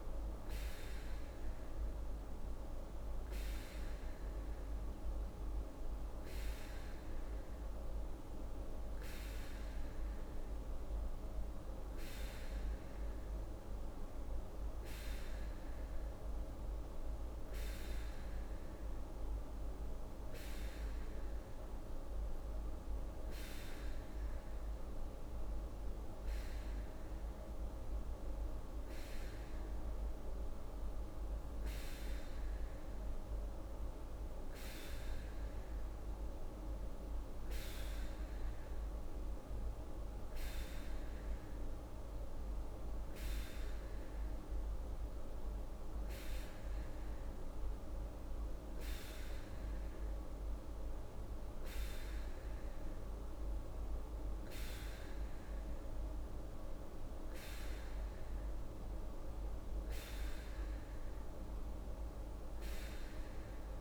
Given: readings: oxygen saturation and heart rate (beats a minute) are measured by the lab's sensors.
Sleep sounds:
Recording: breathing in sleep, hard to hear, by a room microphone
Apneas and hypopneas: none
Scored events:
none scored
From the record:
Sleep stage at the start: N2 (light sleep)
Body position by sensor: on the right side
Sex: female

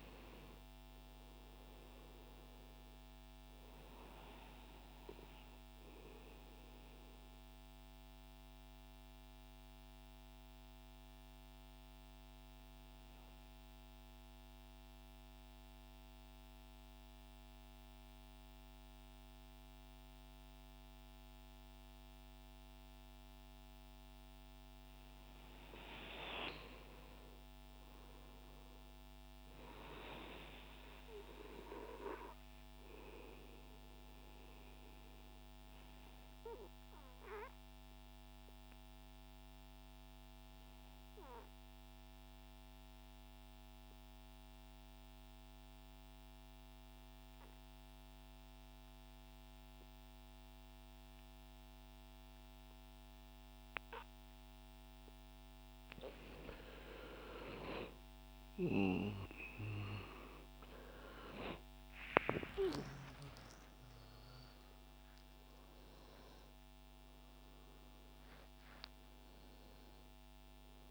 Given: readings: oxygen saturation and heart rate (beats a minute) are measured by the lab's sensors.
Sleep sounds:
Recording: breathing in sleep by a microphone on the trachea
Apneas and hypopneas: 2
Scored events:
6.50-24.50 s: central apnea (oxygen 96% before, 88% lowest, heart rate 131 before, 65 extreme, up 20 after)
26.00-30.00 s: arousal
28.50-44.50 s: oxygen desaturation (device-marked, oxygen 98% before, 94% lowest, heart rate 82 before, 74 extreme)
35.00-54.50 s: mixed apnea (oxygen 98% before, 88% lowest, heart rate 80 before, 74 extreme)
53.50-70.91 s: oxygen desaturation (device-marked, oxygen 95% before, 88% lowest)
60.50-66.00 s: arousal
From the record:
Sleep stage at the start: N2 (light sleep)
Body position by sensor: on the right side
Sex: male

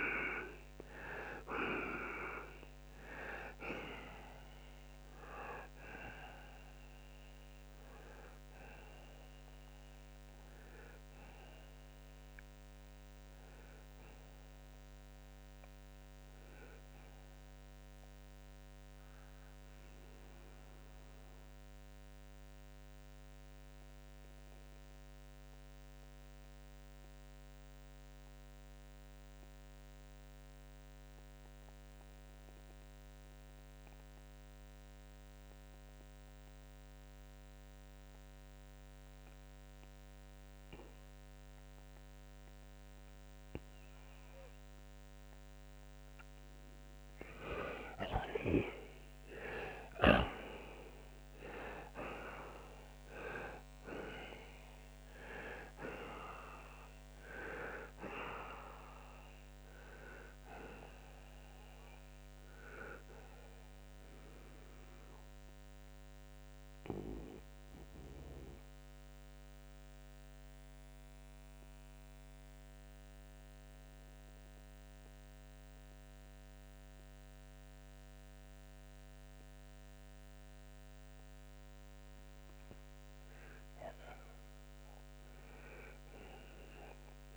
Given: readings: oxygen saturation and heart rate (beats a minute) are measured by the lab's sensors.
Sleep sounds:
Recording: breathing in sleep by a microphone on the trachea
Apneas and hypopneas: 2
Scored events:
20.00-44.50 s: obstructive apnea (oxygen 96% before, 84% lowest, heart rate 85 before, 65 extreme, up 22 after)
24.50-41.50 s: oxygen desaturation (device-marked, oxygen 94% before, 84% lowest, heart rate 81 before, 65 extreme)
47.00-52.00 s: arousal
65.50-81.50 s: obstructive apnea (oxygen 96% before, 84% lowest, heart rate 85 before, 64 extreme, up 30 after)
75.50-87.37 s: oxygen desaturation (device-marked, oxygen 93% before, 84% lowest, heart rate 83 before, 64 extreme)
83.50-87.37 s: arousal
From the record:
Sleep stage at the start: N2 (light sleep)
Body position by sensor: on the right side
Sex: male

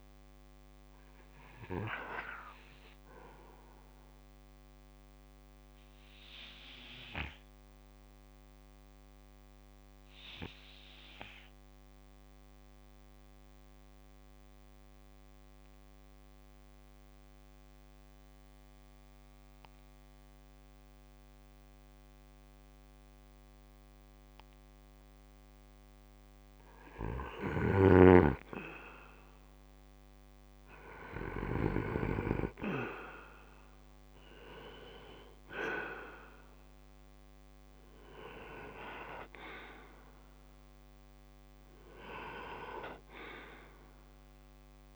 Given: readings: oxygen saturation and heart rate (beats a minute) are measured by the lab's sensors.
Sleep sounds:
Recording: breathing in sleep by a microphone on the trachea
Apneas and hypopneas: 1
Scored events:
0.00-25.50 s: oxygen desaturation (device-marked, oxygen 85% lowest, heart rate 64 extreme)
6.00-26.00 s: obstructive apnea (oxygen 97% before, 80% lowest, heart rate 66 before, 64 extreme, up 4 after)
27.00-31.50 s: snoring (device-marked)
30.00-34.50 s: arousal
31.50-44.96 s: oxygen desaturation (device-marked, oxygen 92% before, 80% lowest, heart rate 65 before, 65 extreme)
From the record:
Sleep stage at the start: N2 (light sleep)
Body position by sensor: on the back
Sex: male

